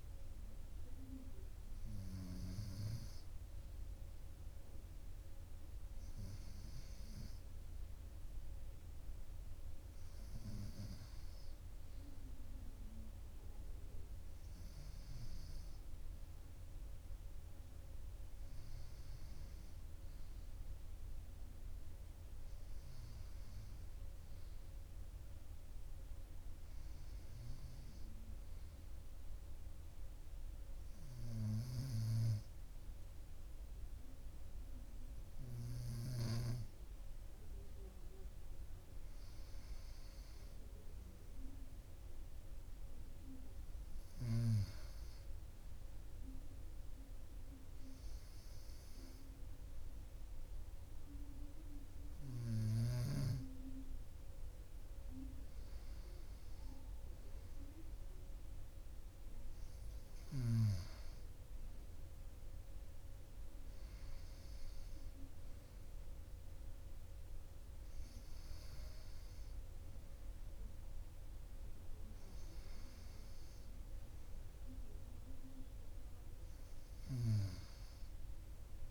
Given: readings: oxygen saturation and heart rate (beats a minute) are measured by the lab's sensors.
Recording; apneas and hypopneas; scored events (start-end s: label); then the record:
breathing in sleep by a room microphone; none
15.50-78.91 s: new sleep stage, N2 (light sleep)
From the record:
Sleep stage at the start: N1 (lightest sleep); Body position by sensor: on the right side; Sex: male